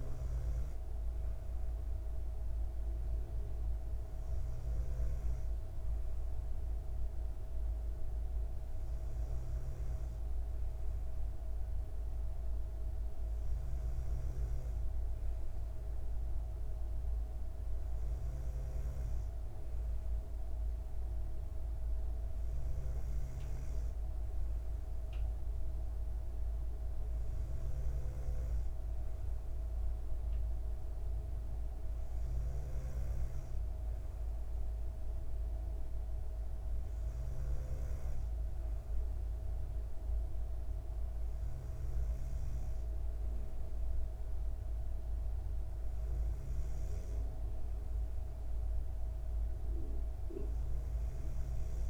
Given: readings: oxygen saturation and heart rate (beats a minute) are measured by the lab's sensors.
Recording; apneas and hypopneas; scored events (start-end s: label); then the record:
breathing in sleep, hard to hear, by a room microphone; none
none scored
From the record:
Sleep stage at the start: N2 (light sleep); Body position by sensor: on the back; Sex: female